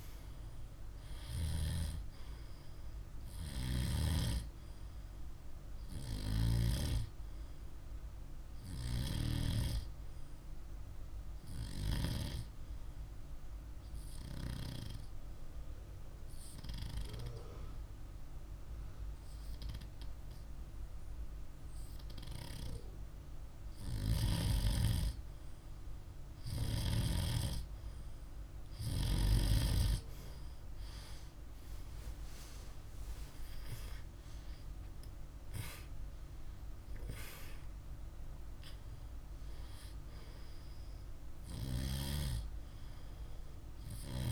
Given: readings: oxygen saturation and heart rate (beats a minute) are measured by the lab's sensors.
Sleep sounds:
breathing in sleep by a room microphone; 1
2.50-17.50 s: oxygen desaturation (device-marked, oxygen 98% before, 95% lowest, heart rate 53 before, 48 extreme)
12.50-24.50 s: hypopnea (oxygen 98% before, 93% lowest, heart rate 53 before, 48 extreme, up 0 after)
28.00-32.00 s: arousal
41.50-44.32 s: oxygen desaturation (device-marked, oxygen 98% before, 95% lowest, heart rate 49 before, 47 extreme)
From the record:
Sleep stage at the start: N2 (light sleep); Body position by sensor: on the back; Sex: male

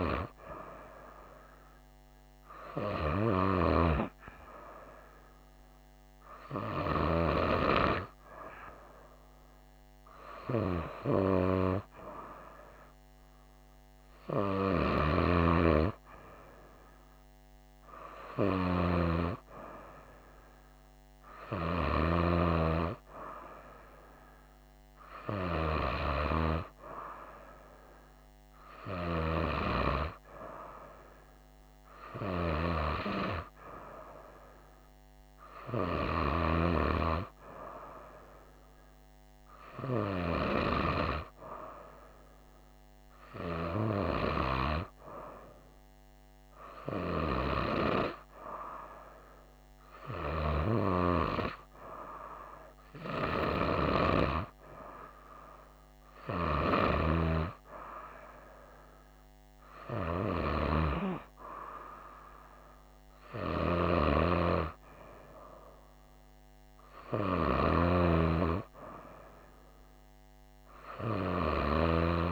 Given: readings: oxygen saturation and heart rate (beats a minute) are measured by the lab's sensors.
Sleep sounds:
breathing in sleep by a microphone on the trachea; none
none scored
From the record:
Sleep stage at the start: N2 (light sleep); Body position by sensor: on the right side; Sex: female

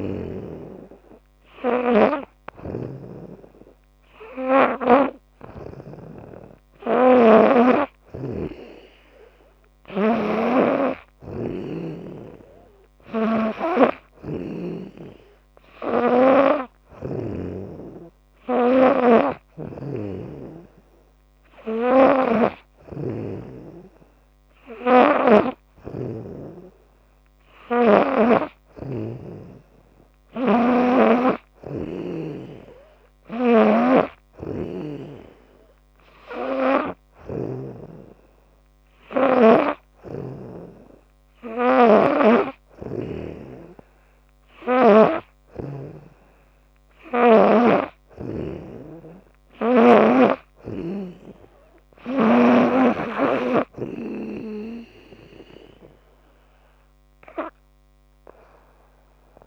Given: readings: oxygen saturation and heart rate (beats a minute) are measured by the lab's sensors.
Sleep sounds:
breathing in sleep by a microphone on the trachea; none
0.00-5.50 s: snoring (device-marked)
12.50-28.00 s: snoring (device-marked)
30.00-37.50 s: snoring (device-marked)
39.50-43.00 s: snoring (device-marked)
From the record:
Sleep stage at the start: N3 (deep sleep); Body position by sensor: on the back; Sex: female

